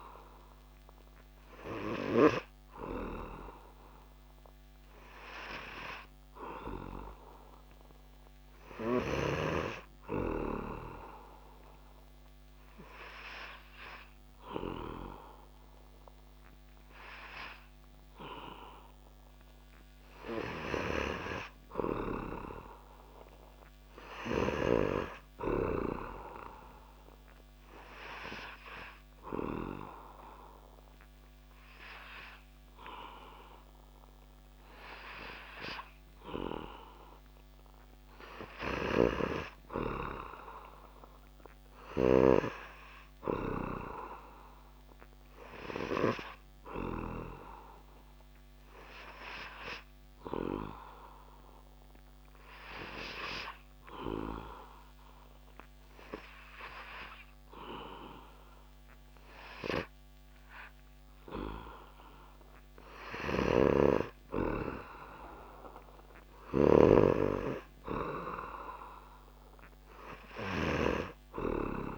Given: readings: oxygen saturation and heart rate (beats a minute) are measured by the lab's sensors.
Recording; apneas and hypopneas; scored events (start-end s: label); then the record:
breathing in sleep by a microphone on the trachea; 2
4.00-20.00 s: oxygen desaturation (device-marked, oxygen 98% before, 94% lowest)
9.50-21.50 s: obstructive apnea (oxygen 98% before, 94% lowest)
24.50-27.50 s: arousal
41.00-44.50 s: arousal
46.50-62.50 s: obstructive apnea (oxygen 99% before, 94% lowest)
65.00-68.50 s: arousal
From the record:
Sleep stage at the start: N3 (deep sleep); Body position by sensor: on the back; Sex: male